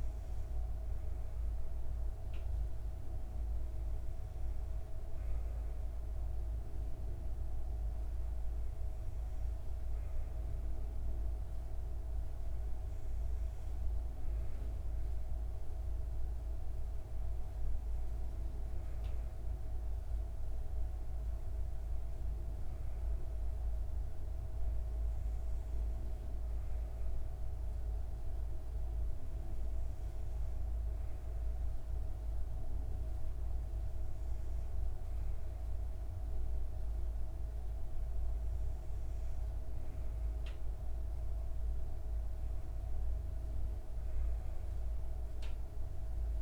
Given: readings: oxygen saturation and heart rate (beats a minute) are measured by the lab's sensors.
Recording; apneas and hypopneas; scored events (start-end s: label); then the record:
breathing in sleep, hard to hear, by a room microphone; none
none scored
From the record:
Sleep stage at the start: N2 (light sleep); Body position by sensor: on the back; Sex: female